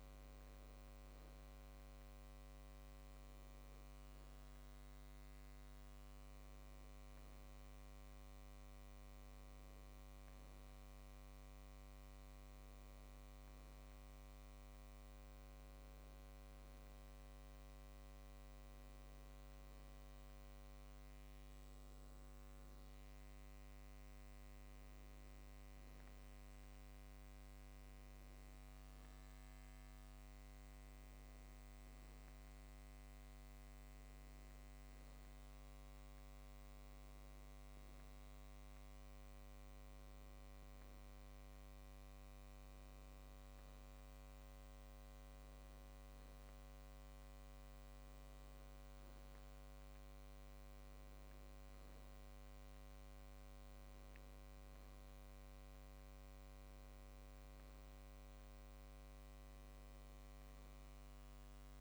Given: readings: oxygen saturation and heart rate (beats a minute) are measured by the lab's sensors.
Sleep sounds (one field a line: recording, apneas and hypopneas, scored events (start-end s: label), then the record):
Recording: a person awake in a sleep study, hard to hear, by a microphone on the trachea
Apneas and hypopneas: none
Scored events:
none scored
From the record:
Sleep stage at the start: awake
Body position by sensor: on the back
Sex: male